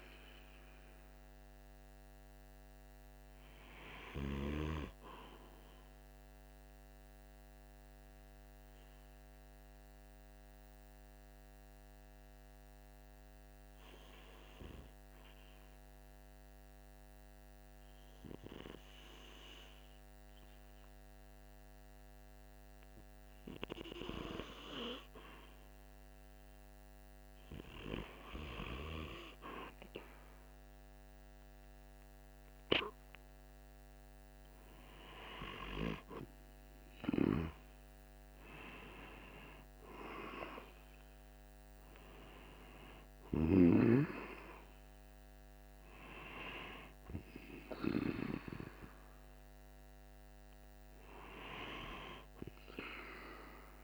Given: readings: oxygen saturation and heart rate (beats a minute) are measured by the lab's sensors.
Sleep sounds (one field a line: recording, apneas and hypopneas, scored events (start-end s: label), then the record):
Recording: breathing in sleep by a microphone on the trachea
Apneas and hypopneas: 1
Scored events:
5.50-22.50 s: obstructive apnea (oxygen 97% before, 93% lowest, heart rate 47 before, 45 extreme, up 0 after)
25.00-29.00 s: arousal
39.00-51.00 s: oxygen desaturation (device-marked, oxygen 97% before, 93% lowest, heart rate 47 before, 46 extreme)
From the record:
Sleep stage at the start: N2 (light sleep)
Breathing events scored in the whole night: 239 in 6.0 hours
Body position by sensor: on the right side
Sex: male